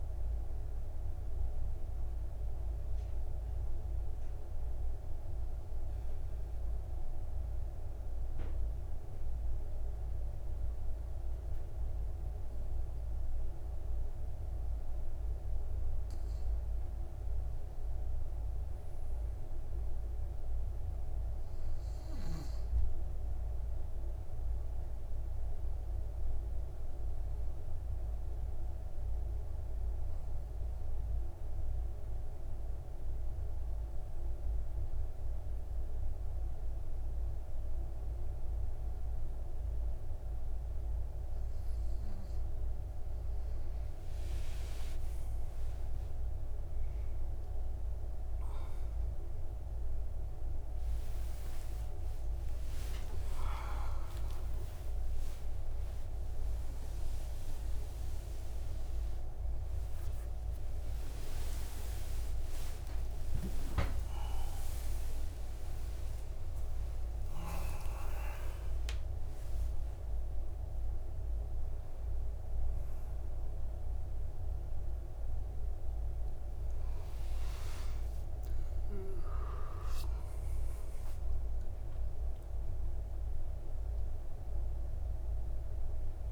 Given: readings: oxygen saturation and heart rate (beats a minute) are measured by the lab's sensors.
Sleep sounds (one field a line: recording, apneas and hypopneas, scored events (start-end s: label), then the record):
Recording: a person awake in a sleep study, by a room microphone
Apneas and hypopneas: 2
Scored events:
0.00-5.50 s: oxygen desaturation (device-marked, oxygen 91% lowest, heart rate 55 extreme)
7.50-17.50 s: mixed apnea (oxygen 100% before, 92% lowest, heart rate 63 before, 55 extreme, up 7 after)
20.50-40.50 s: oxygen desaturation (device-marked, oxygen 99% before, 93% lowest, heart rate 58 before, 55 extreme)
23.00-26.50 s: arousal
30.50-43.00 s: obstructive apnea (oxygen 100% before, 92% lowest, heart rate 58 before, 55 extreme, up 28 after)
40.50-86.32 s: new sleep stage, awake
45.50-47.50 s: long interval between heartbeats (device-marked, heart rate 57 before, 77 extreme)
48.50-67.50 s: oxygen desaturation (device-marked, oxygen 98% before, 92% lowest, heart rate 61 before, 74 extreme)
52.00-54.00 s: long interval between heartbeats (device-marked, heart rate 64 before, 83 extreme)
55.50-57.50 s: long interval between heartbeats (device-marked, heart rate 73 before, 127 extreme)
61.00-63.00 s: long interval between heartbeats (device-marked, heart rate 89 before, 105 extreme)
63.00-65.00 s: long interval between heartbeats (device-marked, heart rate 94 before, 109 extreme)
67.00-69.00 s: long interval between heartbeats (device-marked, heart rate 103 before, 106 extreme)
From the record:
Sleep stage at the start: N2 (light sleep)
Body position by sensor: on the back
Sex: male